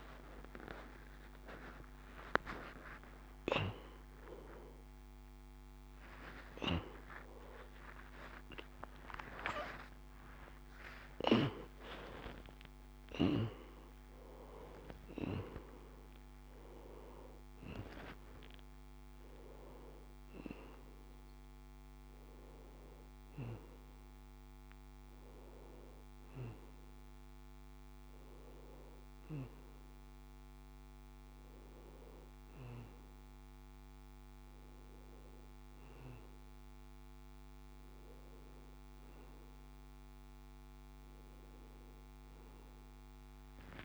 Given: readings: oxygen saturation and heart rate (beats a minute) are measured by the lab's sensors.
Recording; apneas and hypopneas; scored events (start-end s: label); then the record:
a person partly awake in a sleep study, by a microphone on the trachea; none
19.00-43.85 s: new sleep stage, N1 (lightest sleep)
From the record:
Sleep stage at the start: awake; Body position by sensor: on the back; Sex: male